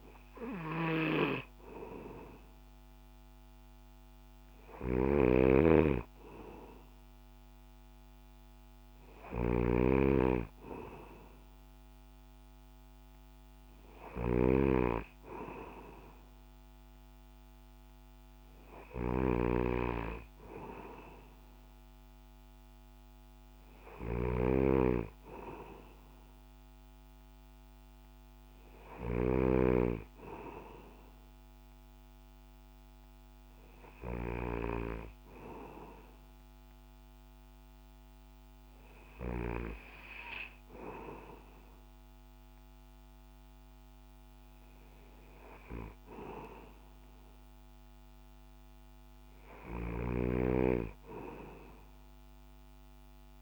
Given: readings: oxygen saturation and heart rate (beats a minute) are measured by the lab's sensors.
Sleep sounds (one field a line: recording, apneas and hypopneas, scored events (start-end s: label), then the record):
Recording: breathing in sleep by a microphone on the trachea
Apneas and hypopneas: none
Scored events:
0.00-34.50 s: snoring (device-marked)
From the record:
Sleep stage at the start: N2 (light sleep)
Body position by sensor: on the back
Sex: male